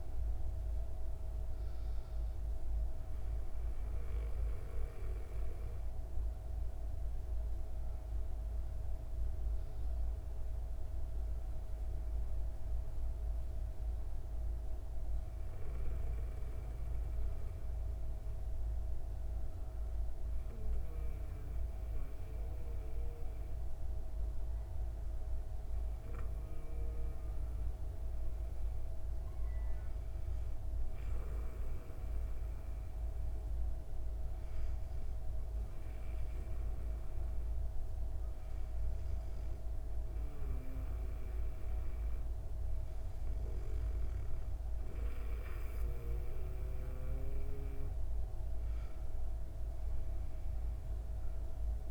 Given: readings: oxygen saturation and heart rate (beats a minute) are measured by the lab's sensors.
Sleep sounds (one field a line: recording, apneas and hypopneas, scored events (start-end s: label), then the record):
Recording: breathing in sleep, hard to hear, by a room microphone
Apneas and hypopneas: 1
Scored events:
21.50-42.50 s: hypopnea (heart rate 132 before, 66 extreme, up 32 after)
From the record:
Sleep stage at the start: N2 (light sleep)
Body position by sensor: on the back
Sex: female